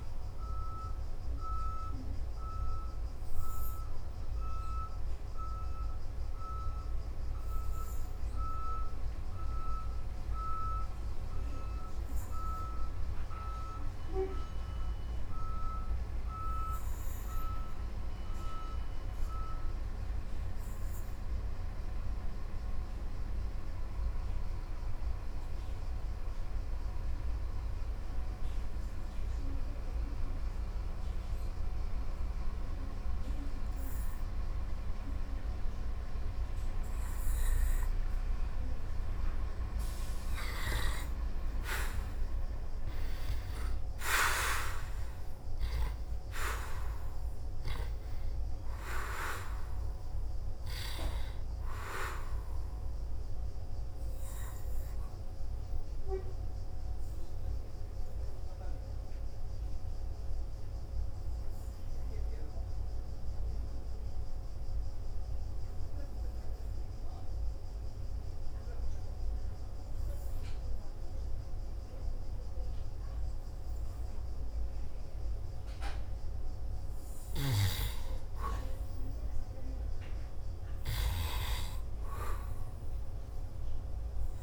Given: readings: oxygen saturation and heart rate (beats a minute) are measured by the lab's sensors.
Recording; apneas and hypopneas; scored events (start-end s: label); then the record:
breathing in sleep by a room microphone; 2
1.00-29.00 s: oxygen desaturation (device-marked, oxygen 96% before, 81% lowest, heart rate 56 before, 48 extreme)
3.00-38.50 s: hypopnea (oxygen 97% before, 81% lowest, heart rate 58 before, 48 extreme, up 5 after)
42.00-46.00 s: arousal
45.00-56.00 s: oxygen desaturation (device-marked, oxygen 96% before, 92% lowest, heart rate 51 before, 57 extreme)
56.00-75.50 s: hypopnea (oxygen 98% before, 84% lowest, heart rate 55 before, 55 extreme, up 0 after)
64.00-84.43 s: oxygen desaturation (device-marked, oxygen 94% before, 84% lowest, heart rate 58 before, 52 extreme)
78.00-81.50 s: arousal
From the record:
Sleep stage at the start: N2 (light sleep); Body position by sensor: on the back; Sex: male